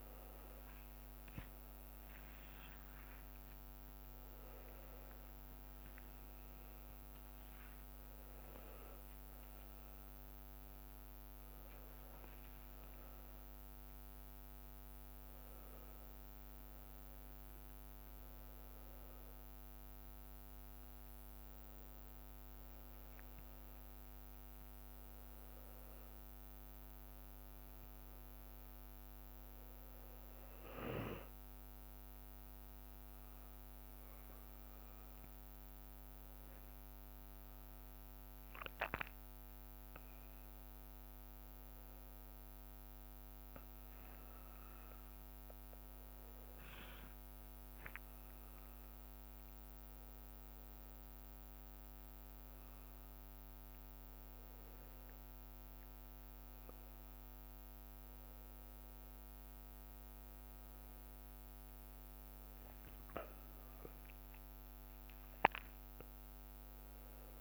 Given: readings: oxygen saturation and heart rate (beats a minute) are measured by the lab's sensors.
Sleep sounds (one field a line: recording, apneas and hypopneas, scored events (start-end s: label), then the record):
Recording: a person awake in a sleep study, hard to hear, by a microphone on the trachea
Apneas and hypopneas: none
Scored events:
0.00-2.50 s: drop in pulse transit time (device-marked, heart rate 69 extreme)
1.50-3.50 s: long interval between heartbeats (device-marked, heart rate 87 before, 97 extreme)
15.50-25.50 s: drop in pulse transit time (device-marked, heart rate 79 before, 69 extreme)
21.50-23.50 s: leg movement (device-marked)
24.50-26.50 s: leg movement (device-marked)
37.00-44.00 s: leg movement (device-marked)
46.50-50.00 s: leg movement (device-marked)
47.00-49.00 s: long interval between heartbeats (device-marked, heart rate 68 before, 77 extreme)
54.00-58.50 s: leg movement (device-marked)
59.50-64.00 s: leg movement (device-marked)
60.50-67.41 s: drop in pulse transit time (device-marked, heart rate 70 before, 65 extreme)
From the record:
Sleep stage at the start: awake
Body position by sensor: upright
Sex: male